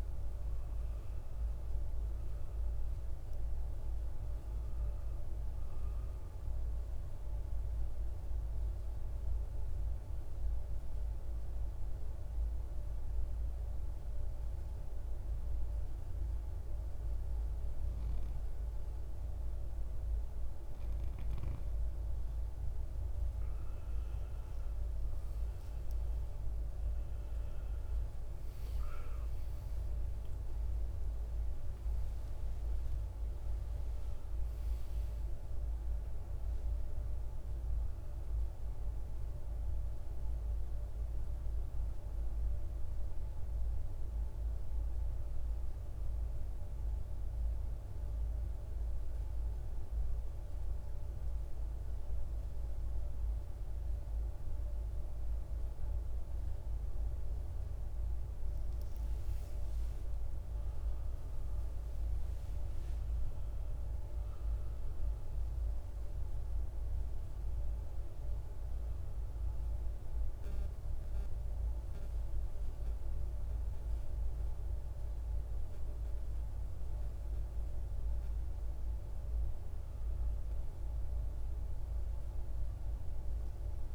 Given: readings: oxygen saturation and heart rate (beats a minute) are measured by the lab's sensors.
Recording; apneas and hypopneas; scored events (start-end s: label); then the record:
breathing in sleep, hard to hear, by a room microphone; 2
4.00-83.95 s: new sleep stage, N2 (light sleep)
8.00-21.50 s: obstructive apnea (oxygen 97% before, 93% lowest, heart rate 60 before, 58 extreme, up 9 after)
25.50-31.00 s: arousal
29.00-47.00 s: oxygen desaturation (device-marked, oxygen 96% before, 93% lowest, heart rate 63 before, 52 extreme)
45.50-57.50 s: obstructive apnea (oxygen 96% before, 92% lowest, heart rate 67 before, 52 extreme, up 9 after)
58.50-62.00 s: arousal
From the record:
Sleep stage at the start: N1 (lightest sleep); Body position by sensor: on the right side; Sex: male